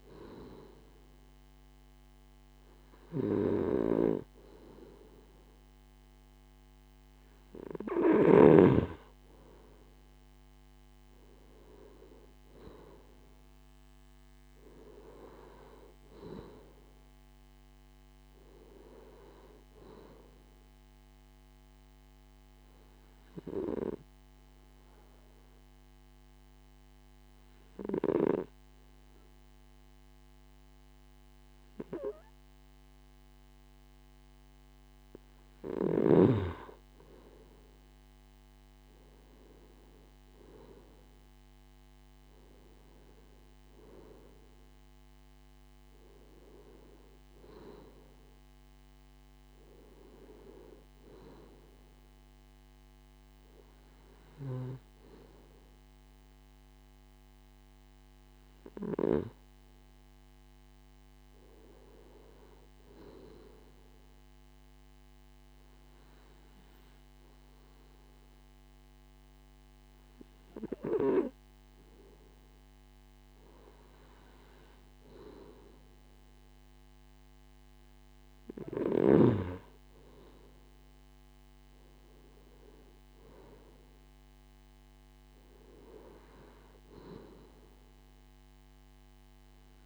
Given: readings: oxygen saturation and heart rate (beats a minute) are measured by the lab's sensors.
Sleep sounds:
breathing in sleep by a microphone on the trachea; 2
23.50-34.50 s: obstructive apnea (oxygen 95% before, 94% lowest)
37.00-41.50 s: arousal
64.00-75.50 s: obstructive apnea (oxygen 96% before, 93% lowest)
79.50-83.50 s: arousal
From the record:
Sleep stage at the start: N2 (light sleep); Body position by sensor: on the left side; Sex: male

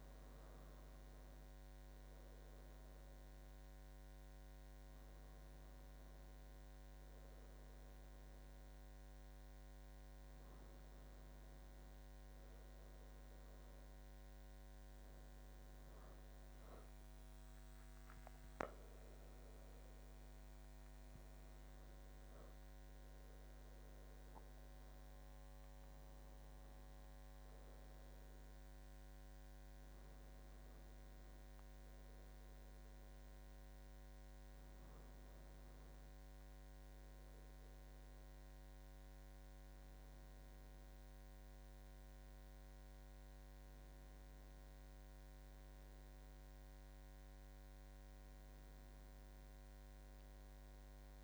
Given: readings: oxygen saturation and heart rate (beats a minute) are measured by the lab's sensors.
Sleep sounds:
breathing in sleep, hard to hear, by a microphone on the trachea; none
none scored
From the record:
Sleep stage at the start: N1 (lightest sleep); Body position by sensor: on the back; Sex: male

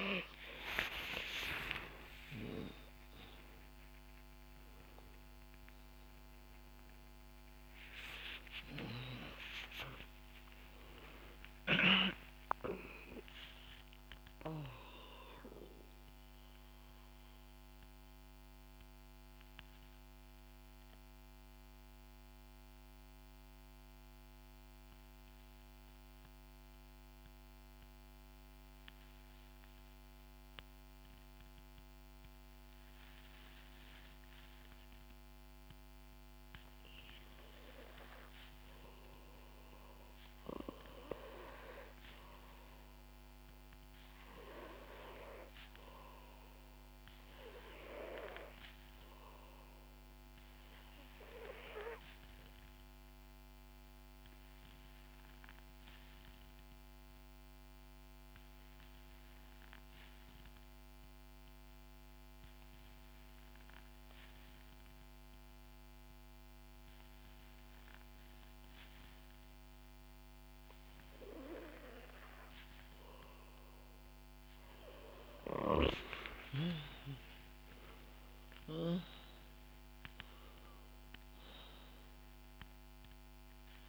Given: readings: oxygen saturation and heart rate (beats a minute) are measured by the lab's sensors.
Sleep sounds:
breathing in sleep by a microphone on the trachea; 2
1.00-3.00 s: long interval between heartbeats (device-marked, heart rate 64 before, 81 extreme)
1.50-8.00 s: arousal
9.00-11.00 s: long interval between heartbeats (device-marked, heart rate 71 before, 77 extreme)
16.50-37.50 s: obstructive apnea (oxygen 91% before, 89% lowest, heart rate 76 before, 58 extreme, up 8 after)
41.00-45.50 s: arousal
44.00-63.00 s: oxygen desaturation (device-marked, oxygen 97% before, 91% lowest, heart rate 61 before, 59 extreme)
53.50-71.00 s: obstructive apnea (oxygen 97% before, 89% lowest, heart rate 65 before, 59 extreme, up 10 after)
73.50-77.50 s: arousal
75.00-83.89 s: oxygen desaturation (device-marked, oxygen 94% before, 89% lowest, heart rate 61 before, 60 extreme)
From the record:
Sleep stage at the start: N2 (light sleep); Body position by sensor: on the back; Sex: female

